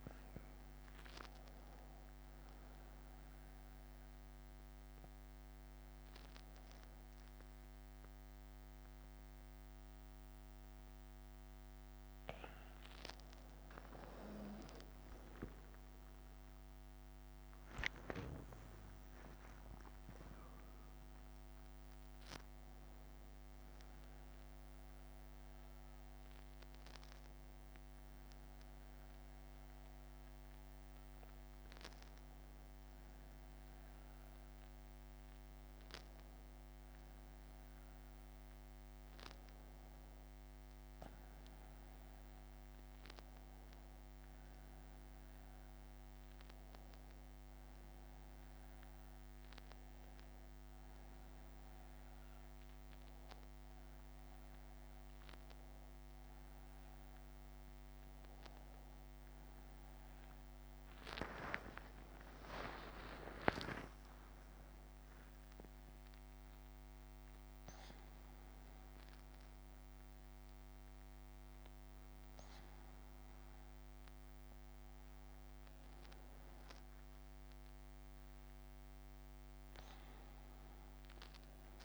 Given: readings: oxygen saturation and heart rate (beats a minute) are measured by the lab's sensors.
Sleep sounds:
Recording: a person awake in a sleep study, by a microphone on the trachea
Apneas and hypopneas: none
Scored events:
67.00-71.00 s: tachycardia (device-marked, heart rate 82 before, 101 extreme)
70.50-72.50 s: long interval between heartbeats (device-marked, heart rate 94 before, 101 extreme)
73.00-81.85 s: drop in pulse transit time (device-marked, heart rate 95 before, 54 extreme)
74.50-76.50 s: long interval between heartbeats (device-marked, heart rate 95 before, 67 extreme)
77.00-79.00 s: long interval between heartbeats (device-marked, heart rate 91 before, 71 extreme)
80.50-81.85 s: long interval between heartbeats (device-marked, heart rate 88 before, 99 extreme)
From the record:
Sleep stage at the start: awake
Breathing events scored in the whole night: 321 in 4.1 hours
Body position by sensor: on the right side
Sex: male

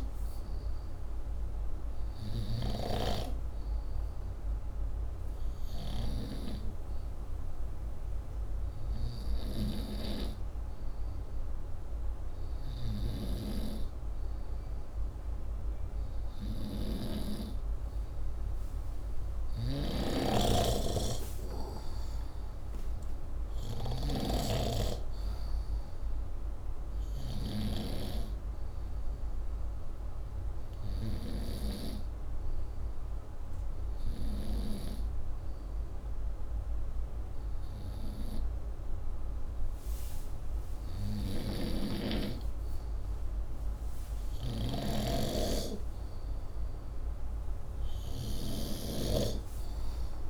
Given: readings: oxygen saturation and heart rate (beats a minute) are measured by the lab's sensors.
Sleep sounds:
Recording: breathing in sleep by a room microphone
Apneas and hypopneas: 1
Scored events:
19.50-24.00 s: snoring (device-marked)
22.00-26.00 s: arousal
22.00-35.00 s: oxygen desaturation (device-marked, oxygen 97% before, 93% lowest, heart rate 65 before, 60 extreme)
29.50-40.50 s: hypopnea (oxygen 97% before, 93% lowest, heart rate 65 before, 61 extreme, up 10 after)
41.00-48.50 s: snoring (device-marked)
42.00-45.50 s: arousal
From the record:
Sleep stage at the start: N2 (light sleep)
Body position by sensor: upright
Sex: male

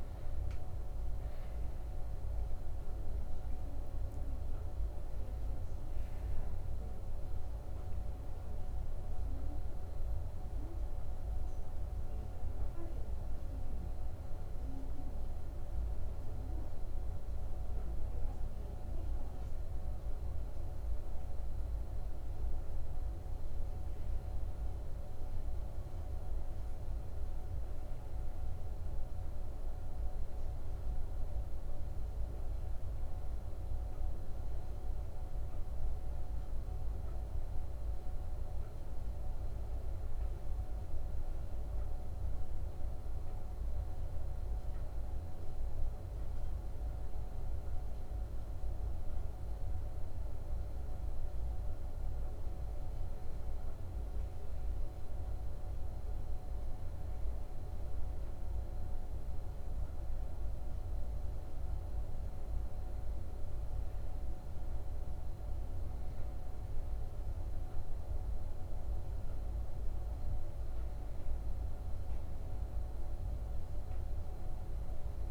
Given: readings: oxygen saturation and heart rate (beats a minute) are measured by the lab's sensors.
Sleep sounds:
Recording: a person awake in a sleep study, hard to hear, by a room microphone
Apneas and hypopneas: none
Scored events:
none scored
From the record:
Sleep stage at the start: awake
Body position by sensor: on the back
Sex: male

